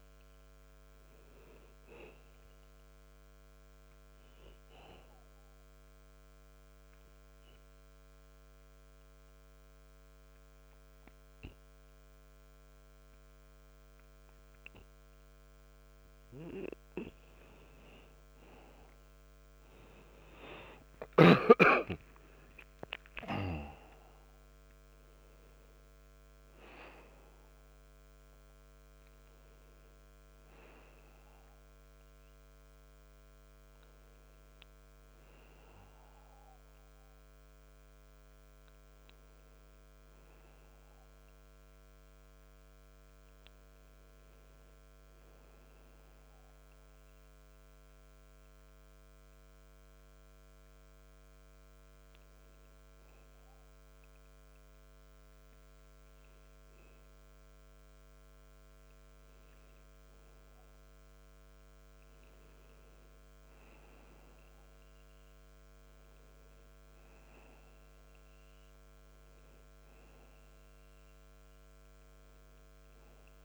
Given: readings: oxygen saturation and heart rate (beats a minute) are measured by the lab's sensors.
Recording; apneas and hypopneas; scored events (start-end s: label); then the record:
breathing in sleep by a microphone on the trachea; 2
4.00-17.00 s: obstructive apnea (oxygen 98% before, 89% lowest, heart rate 82 before, 69 extreme, up 18 after)
10.50-19.50 s: oxygen desaturation (device-marked, oxygen 97% before, 92% lowest, heart rate 77 before, 70 extreme)
21.50-25.50 s: arousal
28.50-51.50 s: oxygen desaturation (device-marked, oxygen 95% before, 89% lowest, heart rate 81 before, 66 extreme)
44.50-59.50 s: hypopnea (oxygen 95% before, 89% lowest, heart rate 86 before, 63 extreme, up 4 after)
61.00-65.50 s: arousal
From the record:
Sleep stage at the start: N2 (light sleep); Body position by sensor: on the back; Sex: male